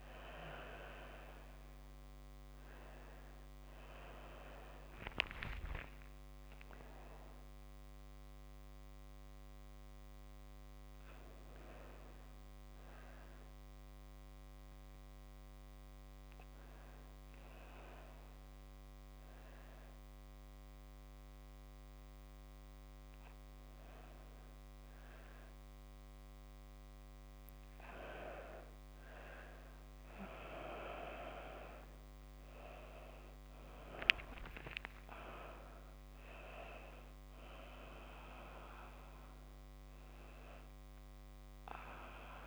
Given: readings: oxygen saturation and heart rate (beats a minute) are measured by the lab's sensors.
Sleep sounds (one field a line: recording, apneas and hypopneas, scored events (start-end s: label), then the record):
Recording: a person awake in a sleep study, by a microphone on the trachea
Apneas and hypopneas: none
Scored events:
none scored
From the record:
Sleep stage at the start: awake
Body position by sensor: on the back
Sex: female